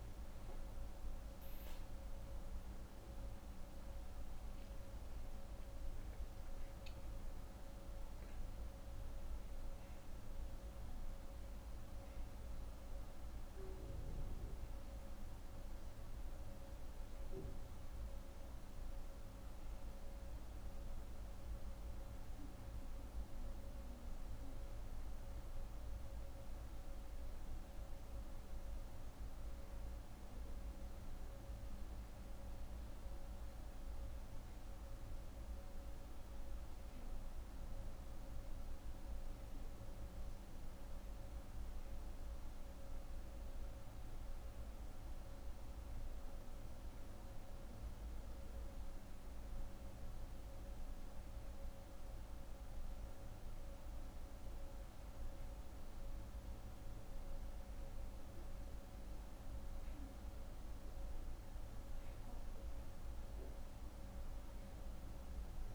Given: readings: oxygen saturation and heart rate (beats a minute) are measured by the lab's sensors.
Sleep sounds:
breathing in sleep, hard to hear, by a room microphone; none
3.00-7.50 s: arousal
From the record:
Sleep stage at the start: N2 (light sleep); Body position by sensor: on the right side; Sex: female

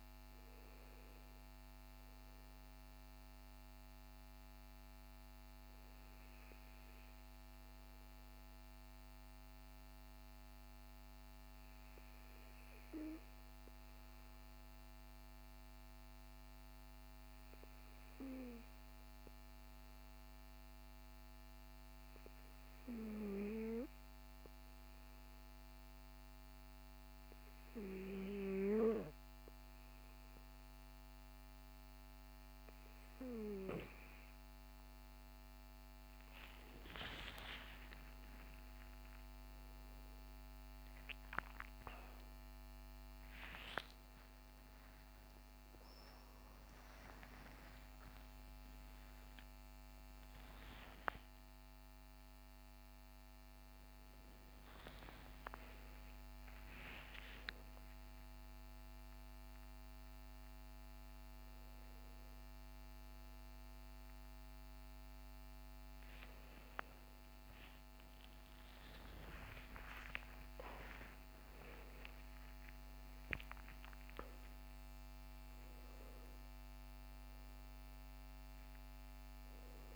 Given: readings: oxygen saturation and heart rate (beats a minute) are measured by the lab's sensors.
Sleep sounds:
a person awake in a sleep study, by a microphone on the trachea; 1
0.00-10.00 s: oxygen desaturation (device-marked, oxygen 93% lowest, heart rate 51 extreme)
8.00-30.50 s: hypopnea (oxygen 96% before, 94% lowest, heart rate 63 before, 52 extreme, up 16 after)
33.00-79.96 s: new sleep stage, awake
From the record:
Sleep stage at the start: N2 (light sleep); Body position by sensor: on the back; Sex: male

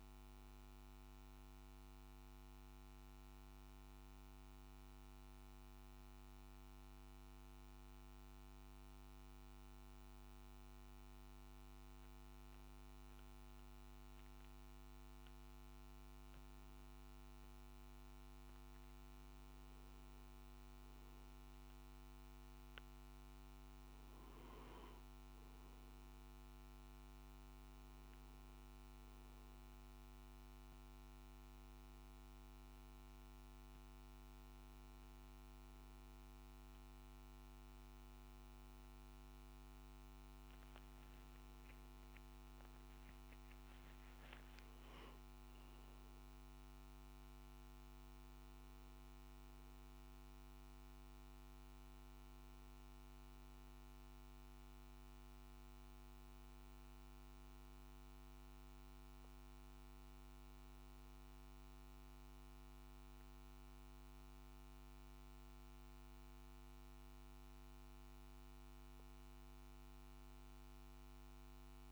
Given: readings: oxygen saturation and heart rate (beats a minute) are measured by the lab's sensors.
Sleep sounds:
breathing in sleep, hard to hear, by a microphone on the trachea; 1
9.50-19.50 s: mixed apnea (oxygen 98% before, 94% lowest, heart rate 70 before, 56 extreme, up 2 after)
25.00-38.00 s: oxygen desaturation (device-marked, oxygen 98% before, 94% lowest, heart rate 59 before, 60 extreme)
From the record:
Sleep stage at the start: N1 (lightest sleep); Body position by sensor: on the back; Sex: male

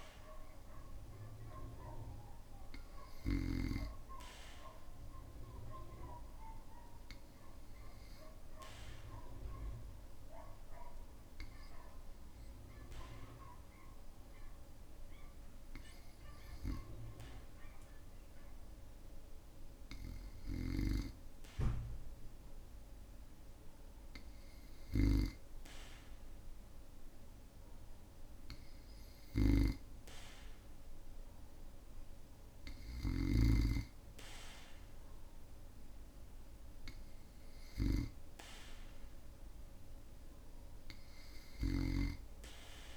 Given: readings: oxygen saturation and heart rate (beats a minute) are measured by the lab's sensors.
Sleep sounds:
breathing in sleep by a room microphone; 1
3.50-20.50 s: obstructive apnea (oxygen 97% before, 96% lowest, heart rate 54 before, 52 extreme, up 2 after)
23.50-27.50 s: arousal
From the record:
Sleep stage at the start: N2 (light sleep); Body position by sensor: on the back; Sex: male

